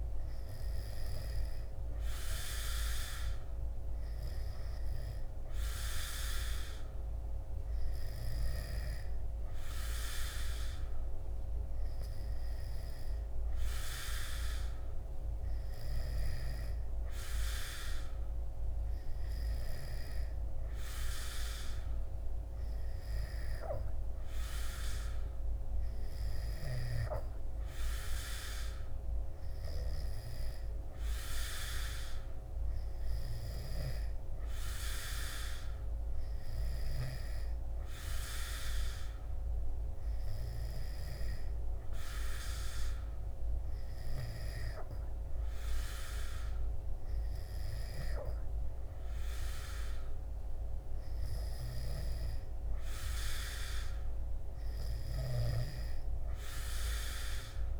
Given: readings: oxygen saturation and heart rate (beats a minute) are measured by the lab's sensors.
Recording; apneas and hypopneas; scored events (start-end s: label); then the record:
breathing in sleep by a room microphone; none
none scored
From the record:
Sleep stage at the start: N2 (light sleep); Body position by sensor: on the back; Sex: male